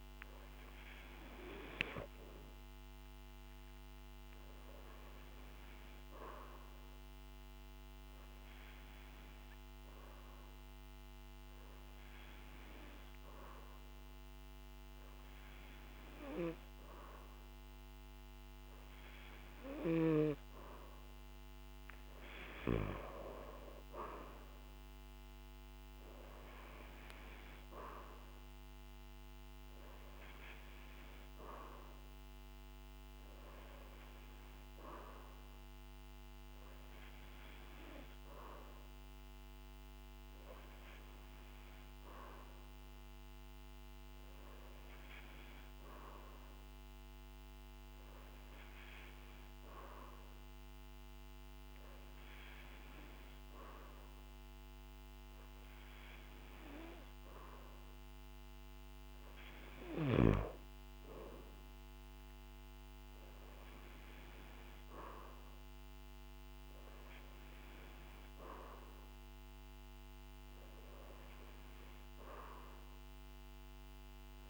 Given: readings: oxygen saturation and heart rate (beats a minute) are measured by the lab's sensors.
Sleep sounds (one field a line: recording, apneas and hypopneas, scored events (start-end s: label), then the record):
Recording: breathing in sleep by a microphone on the trachea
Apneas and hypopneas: none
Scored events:
none scored
From the record:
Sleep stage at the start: N2 (light sleep)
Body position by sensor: on the back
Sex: male